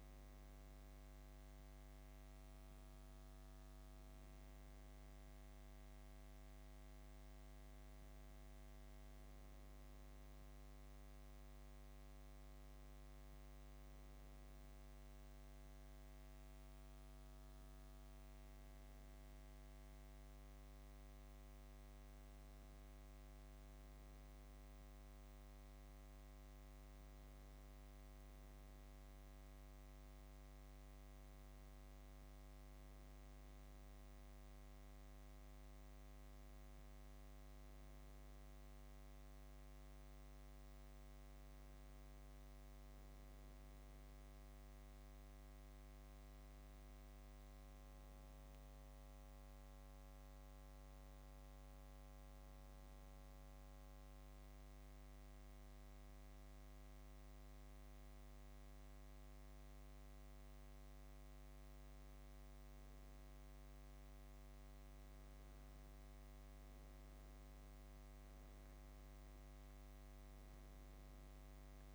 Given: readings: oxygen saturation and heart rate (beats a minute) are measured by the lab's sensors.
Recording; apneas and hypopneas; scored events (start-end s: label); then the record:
breathing in sleep, hard to hear, by a microphone on the trachea; none
70.00-71.95 s: new sleep stage, N2 (light sleep)
From the record:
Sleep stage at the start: N1 (lightest sleep); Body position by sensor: on the back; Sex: female